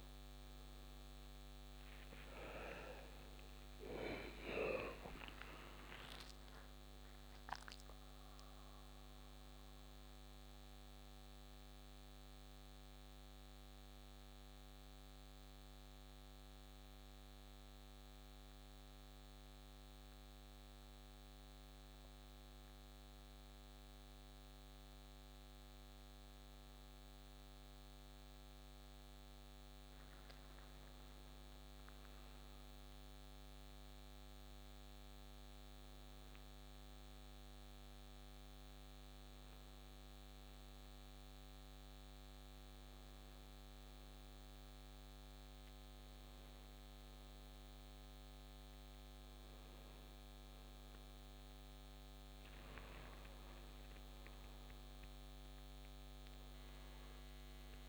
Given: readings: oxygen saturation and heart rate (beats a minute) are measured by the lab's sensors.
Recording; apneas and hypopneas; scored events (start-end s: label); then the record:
a person awake in a sleep study, by a microphone on the trachea; none
9.50-18.50 s: oxygen desaturation (device-marked, oxygen 95% before, 92% lowest, heart rate 74 before, 70 extreme)
30.50-43.50 s: oxygen desaturation (device-marked, oxygen 98% before, 93% lowest, heart rate 74 before, 75 extreme)
From the record:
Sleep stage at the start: awake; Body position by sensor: on the right side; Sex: male